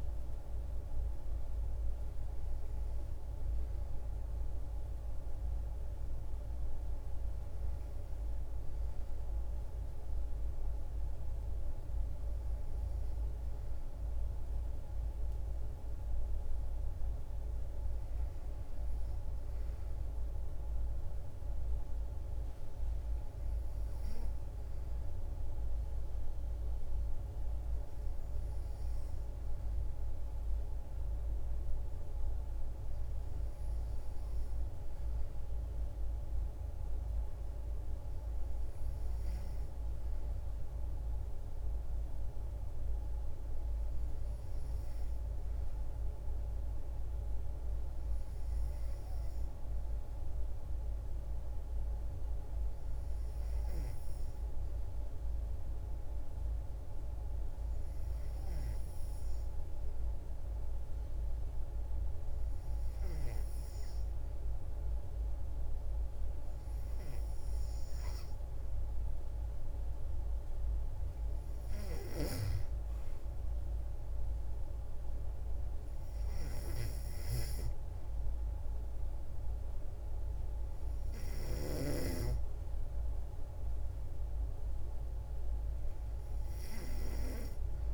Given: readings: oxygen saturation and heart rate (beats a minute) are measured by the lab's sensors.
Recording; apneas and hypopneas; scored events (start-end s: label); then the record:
breathing in sleep, hard to hear, by a room microphone; 1
55.00-68.50 s: hypopnea (oxygen 95% before, 91% lowest, heart rate 60 before, 56 extreme, up 3 after)
61.50-87.94 s: oxygen desaturation (device-marked, oxygen 94% before, 91% lowest, heart rate 61 before, 56 extreme)
71.50-75.00 s: arousal
From the record:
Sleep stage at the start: N3 (deep sleep); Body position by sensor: on the back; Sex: female